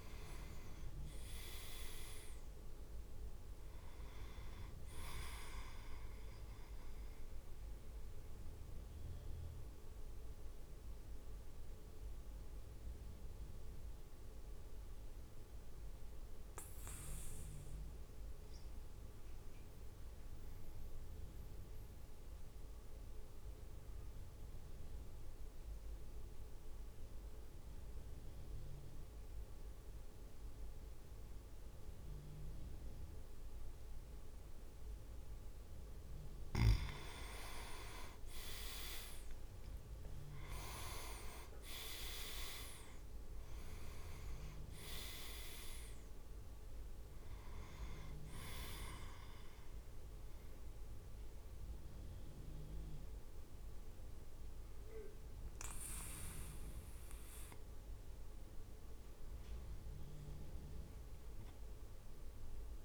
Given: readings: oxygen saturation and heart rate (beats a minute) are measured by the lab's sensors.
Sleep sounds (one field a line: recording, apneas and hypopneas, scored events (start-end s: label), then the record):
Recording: breathing in sleep by a room microphone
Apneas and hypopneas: 1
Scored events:
0.00-7.50 s: oxygen desaturation (device-marked, oxygen 95% lowest, heart rate 50 extreme)
0.00-8.50 s: drop in pulse transit time (device-marked, heart rate 53 extreme)
8.00-36.00 s: mixed apnea (oxygen 100% before, 94% lowest, heart rate 57 before, 48 extreme, up 6 after)
38.00-40.00 s: leg movement (device-marked)
38.50-53.50 s: oxygen desaturation (device-marked, oxygen 100% before, 95% lowest, heart rate 54 before, 48 extreme)
39.00-43.00 s: arousal
40.50-51.50 s: drop in pulse transit time (device-marked, heart rate 54 before, 54 extreme)
60.00-62.85 s: arousal
61.50-62.85 s: drop in pulse transit time (device-marked, heart rate 54 before, 53 extreme)
From the record:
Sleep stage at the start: N2 (light sleep)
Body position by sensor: on the back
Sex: male